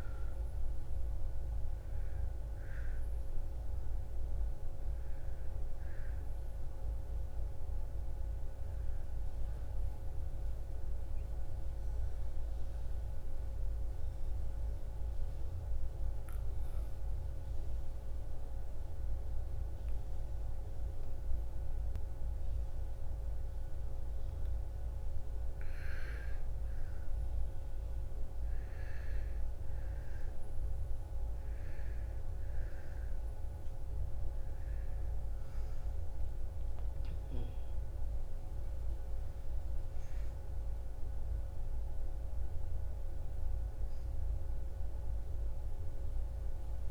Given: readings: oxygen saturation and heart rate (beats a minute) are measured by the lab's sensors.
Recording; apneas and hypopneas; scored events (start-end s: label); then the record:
breathing in sleep, hard to hear, by a room microphone; 1
0.00-16.50 s: oxygen desaturation (device-marked, oxygen 85% lowest, heart rate 58 extreme)
13.00-24.00 s: obstructive apnea (oxygen 99% before, 86% lowest, heart rate 79 before, 55 extreme, up 5 after)
25.00-28.50 s: arousal
29.50-44.50 s: oxygen desaturation (device-marked, oxygen 99% before, 90% lowest, heart rate 61 before, 54 extreme)
From the record:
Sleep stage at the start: N2 (light sleep); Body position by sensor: on the back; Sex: female